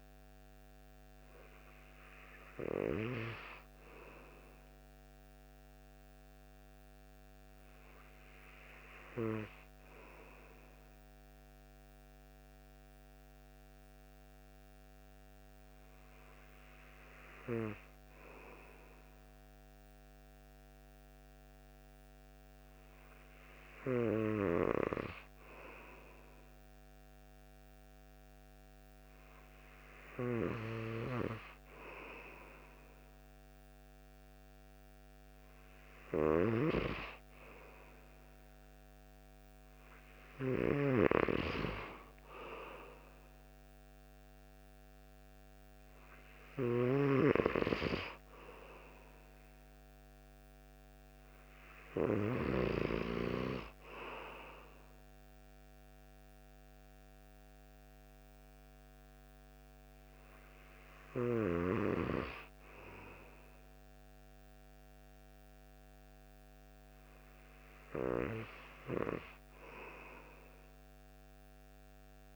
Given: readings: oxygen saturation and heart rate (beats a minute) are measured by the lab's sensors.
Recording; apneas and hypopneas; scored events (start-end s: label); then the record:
breathing in sleep by a microphone on the trachea; none
none scored
From the record:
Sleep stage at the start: N2 (light sleep); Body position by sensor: on the right side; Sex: male